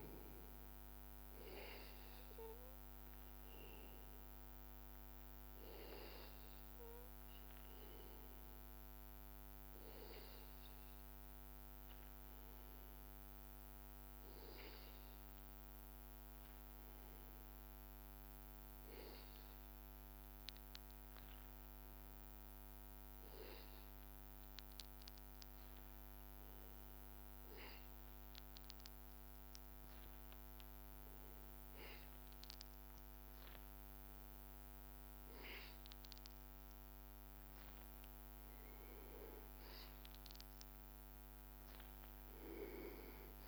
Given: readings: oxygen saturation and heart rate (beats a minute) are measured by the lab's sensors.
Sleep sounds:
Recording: breathing in sleep by a microphone on the trachea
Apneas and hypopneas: 1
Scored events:
0.00-9.00 s: oxygen desaturation (device-marked, oxygen 88% lowest, heart rate 83 extreme)
1.50-35.50 s: hypopnea (oxygen 96% before, 89% lowest, heart rate 86 before, 80 extreme, up 0 after)
27.00-43.48 s: oxygen desaturation (device-marked, oxygen 99% before, 90% lowest, heart rate 85 before, 80 extreme)
37.00-40.00 s: arousal
From the record:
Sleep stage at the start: N2 (light sleep)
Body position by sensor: on the back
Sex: male

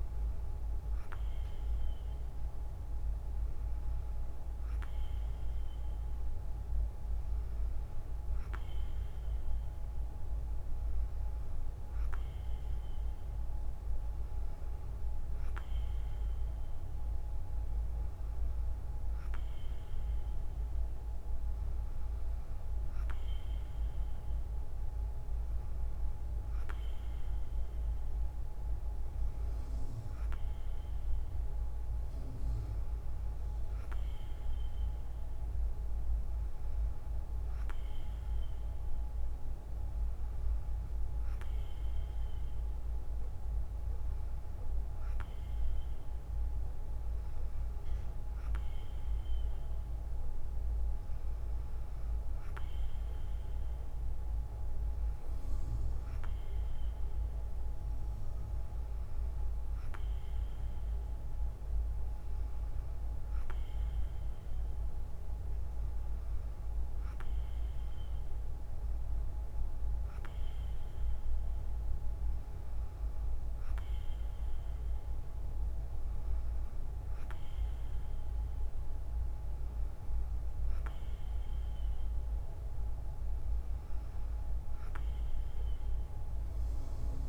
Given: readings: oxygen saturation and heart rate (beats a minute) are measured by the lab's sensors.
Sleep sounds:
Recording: breathing in sleep, hard to hear, by a room microphone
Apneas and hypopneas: none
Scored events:
none scored
From the record:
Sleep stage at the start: N3 (deep sleep)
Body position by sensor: on the right side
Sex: female

